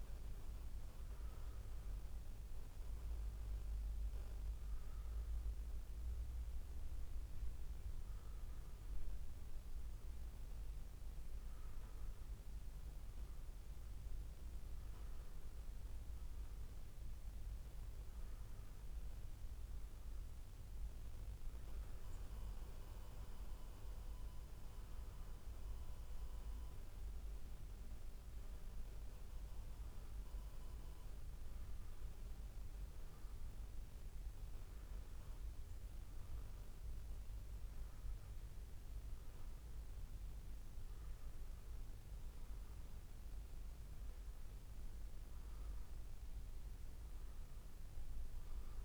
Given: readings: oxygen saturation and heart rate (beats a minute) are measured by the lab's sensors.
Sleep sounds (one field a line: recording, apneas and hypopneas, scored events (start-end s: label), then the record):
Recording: breathing in sleep, hard to hear, by a room microphone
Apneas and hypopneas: none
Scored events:
none scored
From the record:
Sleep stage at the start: N1 (lightest sleep)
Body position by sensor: on the back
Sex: male